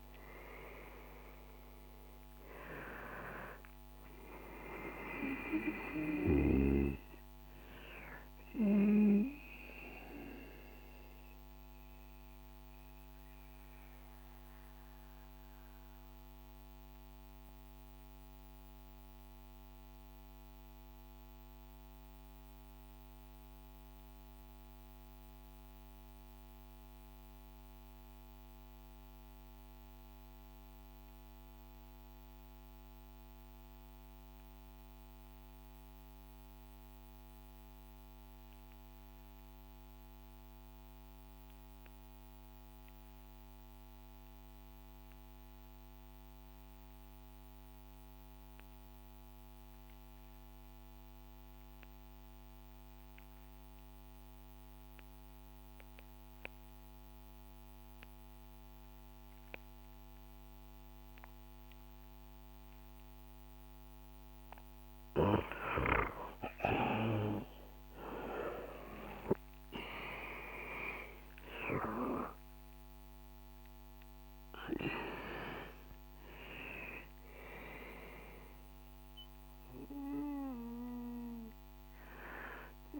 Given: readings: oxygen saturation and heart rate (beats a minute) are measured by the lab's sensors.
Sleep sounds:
breathing in sleep by a microphone on the trachea; 1
1.00-19.00 s: oxygen desaturation (device-marked, oxygen 97% before, 93% lowest, heart rate 68 before, 60 extreme)
10.50-62.50 s: mixed apnea (oxygen 98% before, 83% lowest, heart rate 71 before, 57 extreme, up 14 after)
39.00-83.00 s: oxygen desaturation (device-marked, oxygen 98% before, 83% lowest, heart rate 65 before, 57 extreme)
65.50-72.00 s: arousal
From the record:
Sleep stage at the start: REM sleep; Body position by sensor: on the back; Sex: male

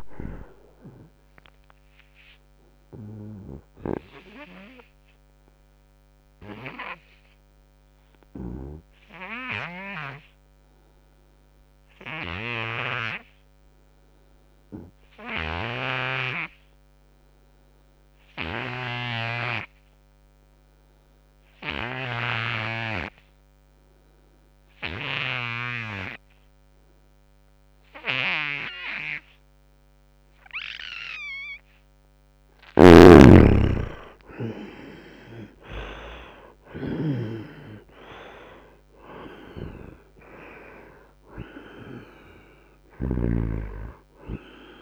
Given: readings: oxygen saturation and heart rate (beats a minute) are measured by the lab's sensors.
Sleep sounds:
breathing in sleep by a microphone on the trachea; 1
0.00-15.50 s: oxygen desaturation (device-marked, oxygen 75% lowest, heart rate 67 extreme)
1.50-31.00 s: obstructive apnea (oxygen 98% before, 72% lowest, heart rate 82 before, 67 extreme, up 22 after)
18.50-22.50 s: snoring (device-marked)
30.50-44.82 s: oxygen desaturation (device-marked, oxygen 94% before, 72% lowest, heart rate 79 before, 74 extreme)
32.50-44.82 s: snoring (device-marked)
33.00-37.50 s: arousal
From the record:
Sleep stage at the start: N2 (light sleep); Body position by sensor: on the front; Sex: male

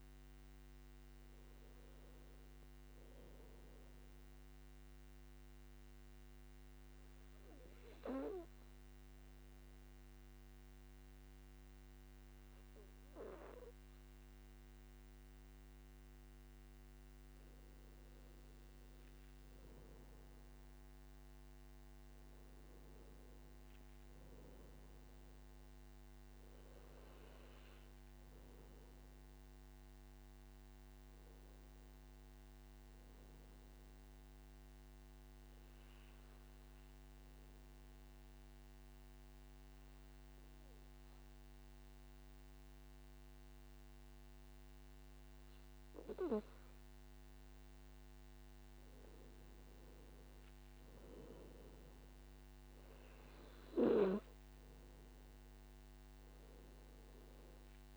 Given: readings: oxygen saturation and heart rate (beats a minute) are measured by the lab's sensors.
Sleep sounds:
breathing in sleep, hard to hear, by a microphone on the trachea; 2
0.00-8.50 s: oxygen desaturation (device-marked, oxygen 95% lowest, heart rate 49 extreme)
0.50-57.97 s: new sleep stage, N2 (light sleep)
5.00-17.50 s: obstructive apnea (oxygen 100% before, 93% lowest, heart rate 54 before, 54 extreme, up 11 after)
25.50-45.50 s: oxygen desaturation (device-marked, oxygen 99% before, 95% lowest, heart rate 58 before, 54 extreme)
35.50-47.50 s: obstructive apnea (oxygen 99% before, 93% lowest, heart rate 59 before, 54 extreme, up 10 after)
56.50-57.97 s: oxygen desaturation (device-marked, oxygen 98% before, 93% lowest, heart rate 58 before, 53 extreme)
From the record:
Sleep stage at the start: N1 (lightest sleep); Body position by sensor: on the back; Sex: male

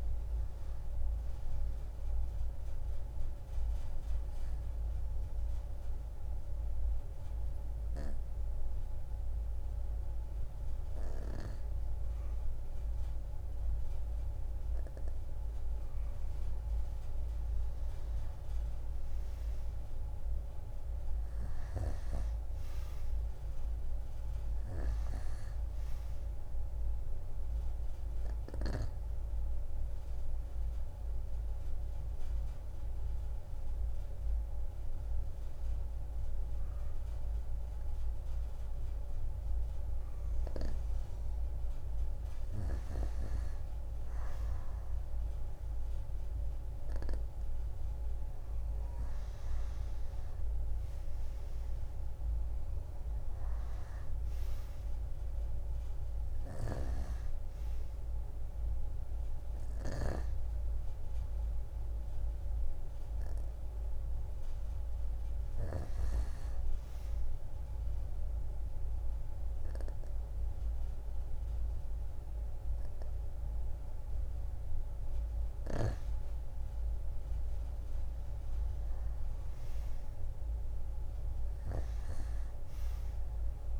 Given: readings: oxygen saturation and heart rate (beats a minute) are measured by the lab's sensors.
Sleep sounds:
breathing in sleep by a room microphone; 2
0.00-9.50 s: oxygen desaturation (device-marked, oxygen 87% lowest)
2.50-15.50 s: obstructive apnea (oxygen 96% before, 90% lowest)
16.50-20.00 s: arousal
26.50-34.50 s: oxygen desaturation (device-marked, oxygen 97% before, 93% lowest)
28.50-40.00 s: obstructive apnea (oxygen 98% before, 91% lowest)
43.00-47.00 s: arousal
48.50-60.50 s: oxygen desaturation (device-marked, oxygen 96% before, 91% lowest)
56.00-60.00 s: snoring (device-marked)
77.00-81.00 s: arousal
From the record:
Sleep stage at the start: N2 (light sleep); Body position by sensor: on the right side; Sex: female

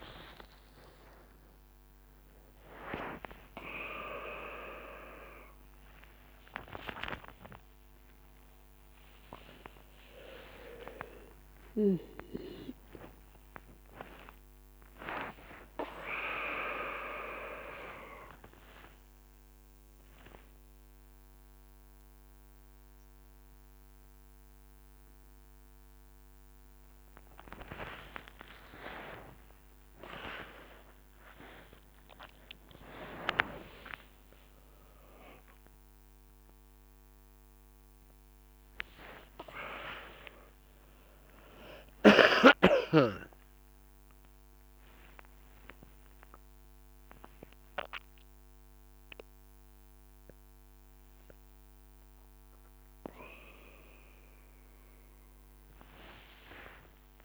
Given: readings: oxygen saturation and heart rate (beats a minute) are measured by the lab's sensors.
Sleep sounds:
a person awake in a sleep study, by a microphone on the trachea; none
0.00-2.00 s: long interval between heartbeats (device-marked, heart rate 113 before, 91 extreme)
6.50-8.50 s: long interval between heartbeats (device-marked, heart rate 105 before, 89 extreme)
11.00-30.00 s: oxygen desaturation (device-marked, oxygen 100% before, 95% lowest, heart rate 99 before, 68 extreme)
26.00-36.00 s: leg movement (device-marked)
26.50-28.50 s: long interval between heartbeats (device-marked, heart rate 76 before, 75 extreme)
29.50-31.50 s: long interval between heartbeats (device-marked, heart rate 75 before, 89 extreme)
36.50-43.50 s: leg movement (device-marked)
38.50-40.50 s: long interval between heartbeats (device-marked, heart rate 75 before, 80 extreme)
From the record:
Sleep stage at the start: awake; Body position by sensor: on the right side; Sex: male

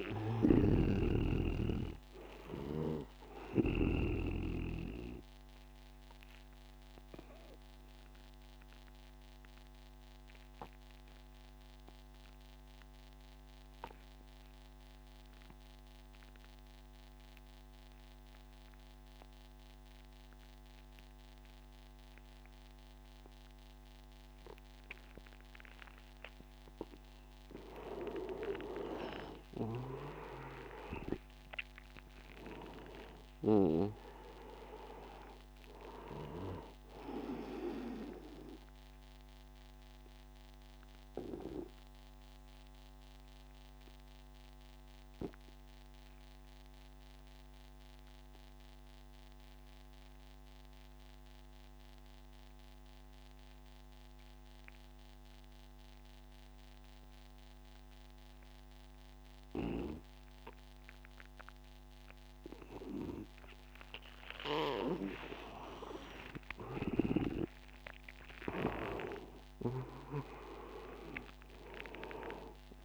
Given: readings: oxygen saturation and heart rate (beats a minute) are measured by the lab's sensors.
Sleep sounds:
breathing in sleep by a microphone on the trachea; 2
0.00-14.00 s: oxygen desaturation (device-marked, oxygen 86% lowest, heart rate 85 extreme)
0.50-4.00 s: snoring (device-marked)
6.50-26.50 s: obstructive apnea (oxygen 99% before, 83% lowest, heart rate 90 before, 82 extreme, up 8 after)
27.00-52.00 s: oxygen desaturation (device-marked, oxygen 99% before, 88% lowest, heart rate 87 before, 81 extreme)
29.50-32.50 s: arousal
39.50-63.00 s: obstructive apnea (oxygen 99% before, 83% lowest, heart rate 89 before, 81 extreme, up 9 after)
60.00-72.85 s: oxygen desaturation (device-marked, oxygen 99% before, 83% lowest, heart rate 86 before, 81 extreme)
65.50-70.00 s: arousal
From the record:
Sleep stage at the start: N2 (light sleep); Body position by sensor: on the right side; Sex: male

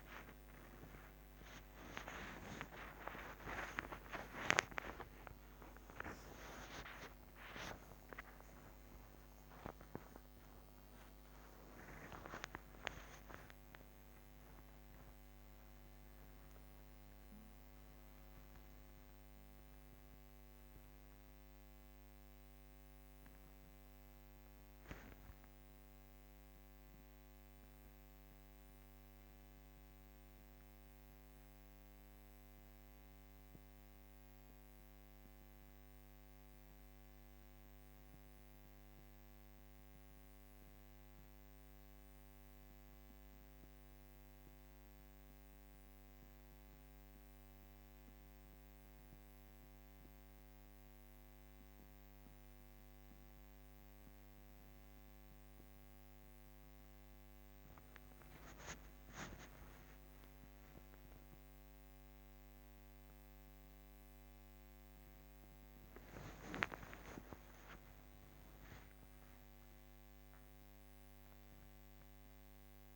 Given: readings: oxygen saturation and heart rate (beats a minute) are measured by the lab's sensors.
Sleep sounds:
a person partly awake in a sleep study, by a microphone on the trachea; none
13.50-72.96 s: new sleep stage, N1 (lightest sleep)
62.50-66.50 s: arousal
From the record:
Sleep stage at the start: awake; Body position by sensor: on the back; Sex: female

